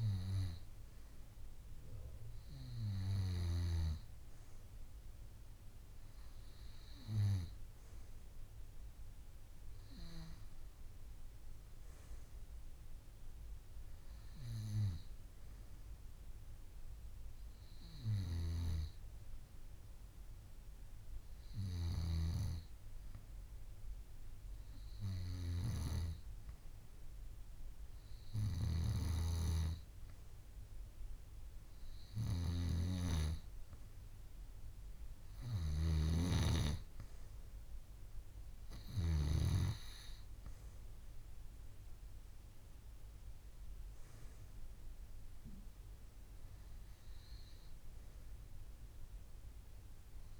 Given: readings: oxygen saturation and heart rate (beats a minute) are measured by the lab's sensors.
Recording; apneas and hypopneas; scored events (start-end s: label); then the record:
breathing in sleep by a room microphone; none
none scored
From the record:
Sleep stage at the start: N2 (light sleep); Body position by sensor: on the back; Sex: female